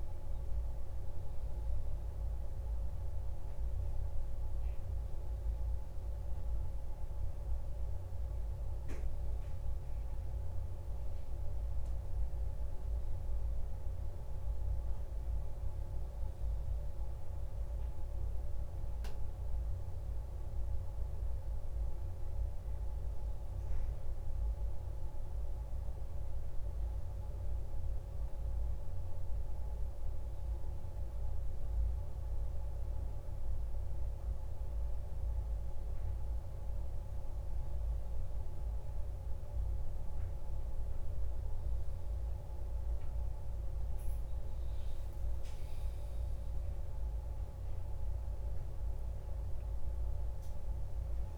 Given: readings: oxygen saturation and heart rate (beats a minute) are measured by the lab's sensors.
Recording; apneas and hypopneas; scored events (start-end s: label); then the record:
a person awake in a sleep study, hard to hear, by a room microphone; none
30.00-51.38 s: new sleep stage, N1 (lightest sleep)
From the record:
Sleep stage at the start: awake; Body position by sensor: on the back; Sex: male